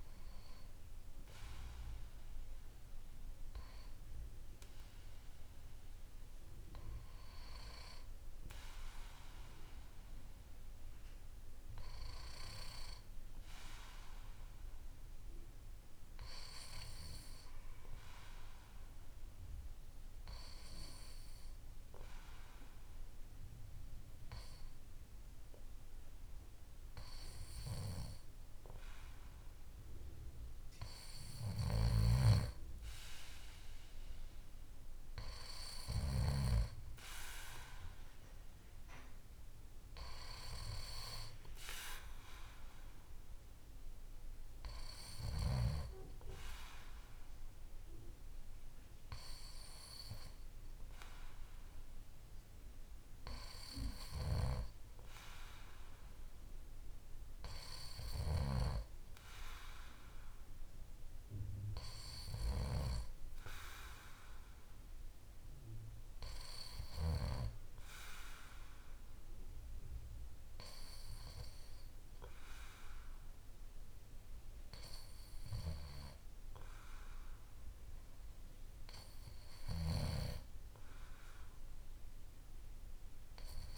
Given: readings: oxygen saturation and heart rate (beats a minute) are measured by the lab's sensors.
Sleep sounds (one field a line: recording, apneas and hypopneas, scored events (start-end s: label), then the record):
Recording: breathing in sleep by a room microphone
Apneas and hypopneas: 1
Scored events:
21.00-31.00 s: hypopnea (oxygen 96% before, 93% lowest, heart rate 53 before, 54 extreme, up 3 after)
33.50-36.50 s: arousal
From the record:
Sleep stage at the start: N2 (light sleep)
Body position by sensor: on the back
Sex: male